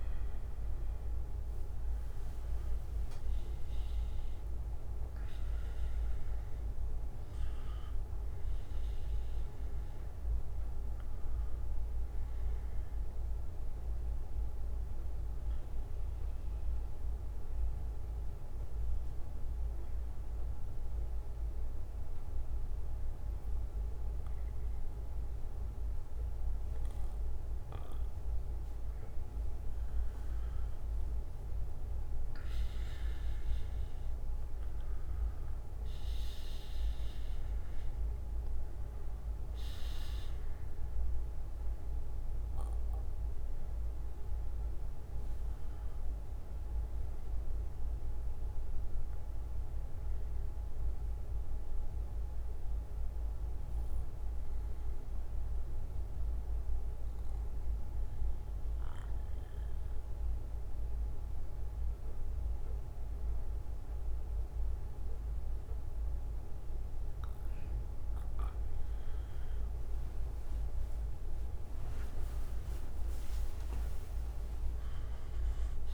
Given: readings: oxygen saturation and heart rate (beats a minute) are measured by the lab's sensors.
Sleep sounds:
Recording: breathing in sleep, hard to hear, by a room microphone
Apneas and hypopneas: 2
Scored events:
6.00-9.50 s: arousal
10.00-32.00 s: oxygen desaturation (device-marked, oxygen 96% before, 93% lowest, heart rate 63 before, 48 extreme)
12.00-25.00 s: bradycardia (device-marked, heart rate 60 before, 48 extreme)
14.50-29.50 s: mixed apnea (oxygen 98% before, 93% lowest, heart rate 64 before, 48 extreme, up 23 after)
31.50-36.50 s: arousal
38.00-45.00 s: bradycardia (device-marked, heart rate 60 before, 54 extreme)
49.00-68.00 s: bradycardia (device-marked, heart rate 60 before, 48 extreme)
55.00-67.50 s: central apnea (oxygen 97% before, 92% lowest, heart rate 61 before, 50 extreme, up 27 after)
74.50-75.94 s: arousal
From the record:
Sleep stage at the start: N2 (light sleep)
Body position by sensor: on the back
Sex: male

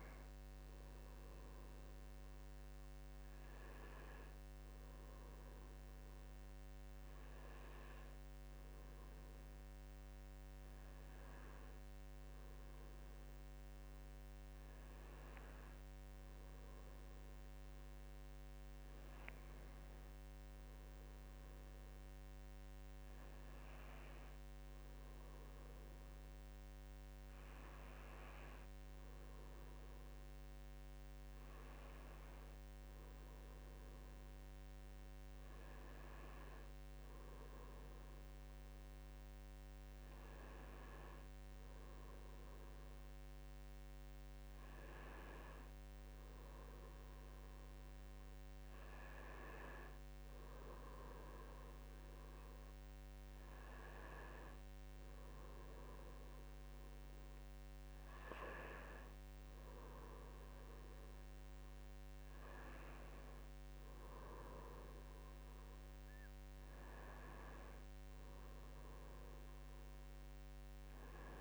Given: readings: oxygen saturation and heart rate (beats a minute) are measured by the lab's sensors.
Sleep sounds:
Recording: breathing in sleep by a microphone on the trachea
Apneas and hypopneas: none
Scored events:
none scored
From the record:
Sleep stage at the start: N2 (light sleep)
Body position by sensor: on the right side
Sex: male

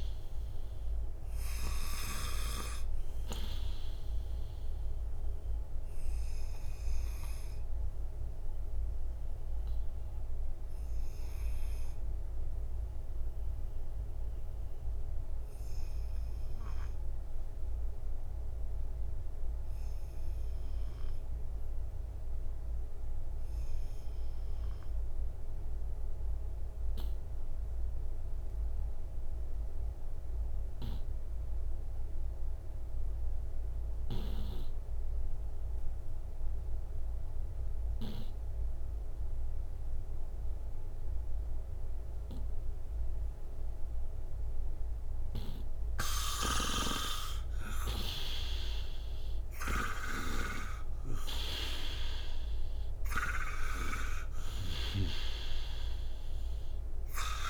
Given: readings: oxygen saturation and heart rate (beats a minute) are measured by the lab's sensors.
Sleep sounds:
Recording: breathing in sleep by a room microphone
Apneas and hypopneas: 1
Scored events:
4.50-46.50 s: obstructive apnea (oxygen 97% before, 82% lowest, heart rate 67 before, 57 extreme, up 17 after)
33.50-57.50 s: oxygen desaturation (device-marked, oxygen 97% before, 82% lowest, heart rate 66 before, 56 extreme)
47.00-51.00 s: arousal
From the record:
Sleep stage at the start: N2 (light sleep)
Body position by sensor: on the right side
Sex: male

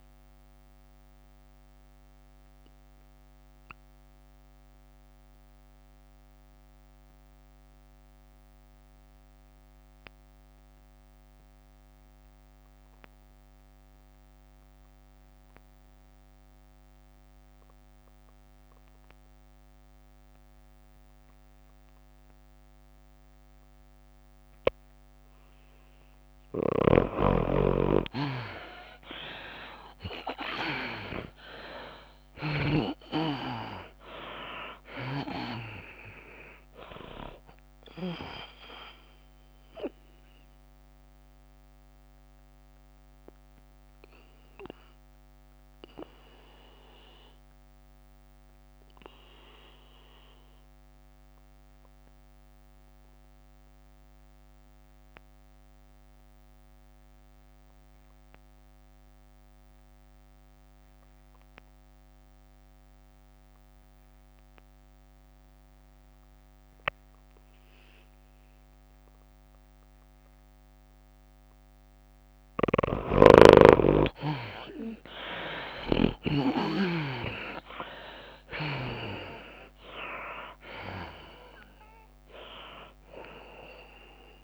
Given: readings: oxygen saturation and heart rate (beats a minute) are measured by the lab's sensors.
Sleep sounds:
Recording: breathing in sleep by a microphone on the trachea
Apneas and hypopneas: 2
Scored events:
0.00-6.50 s: tachycardia (device-marked, heart rate 148 extreme)
0.00-9.50 s: drop in pulse transit time (device-marked, heart rate 101 extreme)
0.00-18.50 s: oxygen desaturation (device-marked, oxygen 81% lowest, heart rate 93 extreme)
1.00-26.50 s: mixed apnea (oxygen 97% before, 76% lowest)
20.50-53.50 s: oxygen desaturation (device-marked, oxygen 98% before, 76% lowest)
24.50-34.50 s: tachycardia (device-marked, heart rate 102 before, 137 extreme)
27.50-29.50 s: long interval between heartbeats (device-marked, heart rate 96 before, 105 extreme)
27.50-42.50 s: drop in pulse transit time (device-marked, heart rate 96 before, 98 extreme)
29.50-34.00 s: arousal
31.00-33.00 s: long interval between heartbeats (device-marked, heart rate 97 before, 122 extreme)
33.50-35.50 s: long interval between heartbeats (device-marked, heart rate 102 before, 125 extreme)
38.00-40.00 s: long interval between heartbeats (device-marked, heart rate 107 before, 98 extreme)
40.00-72.50 s: mixed apnea (oxygen 98% before, 73% lowest)
43.50-49.50 s: bradycardia (device-marked)
55.50-84.44 s: tachycardia (device-marked, heart rate 101 before, 178 extreme)
58.50-60.50 s: long interval between heartbeats (device-marked, heart rate 78 before, 105 extreme)
61.50-84.44 s: oxygen desaturation (device-marked, oxygen 98% before, 73% lowest)
62.00-64.00 s: long interval between heartbeats (device-marked, heart rate 79 before, 113 extreme)
67.50-69.50 s: long interval between heartbeats (device-marked, heart rate 90 before, 131 extreme)
67.50-84.44 s: drop in pulse transit time (device-marked)
70.50-72.50 s: long interval between heartbeats (device-marked, heart rate 105 before, 120 extreme)
73.50-75.50 s: long interval between heartbeats (device-marked, heart rate 114 before, 130 extreme)
76.00-78.00 s: long interval between heartbeats (device-marked, heart rate 117 before, 145 extreme)
76.50-80.50 s: arousal
78.00-80.00 s: long interval between heartbeats (device-marked, heart rate 122 before, 177 extreme)
80.00-82.00 s: long interval between heartbeats (device-marked, heart rate 130 before, 158 extreme)
From the record:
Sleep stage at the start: N2 (light sleep)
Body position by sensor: on the back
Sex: female

